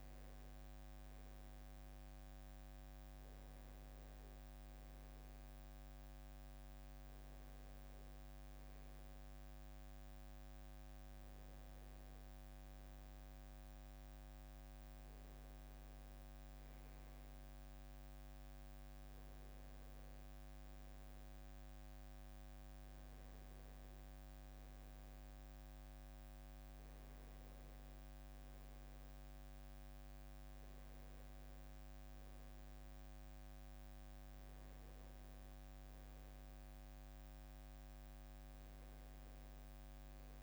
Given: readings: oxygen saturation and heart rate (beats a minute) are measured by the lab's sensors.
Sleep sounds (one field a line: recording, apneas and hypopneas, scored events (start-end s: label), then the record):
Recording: a person awake in a sleep study, hard to hear, by a microphone on the trachea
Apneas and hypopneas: none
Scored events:
none scored
From the record:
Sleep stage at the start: awake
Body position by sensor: on the back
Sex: male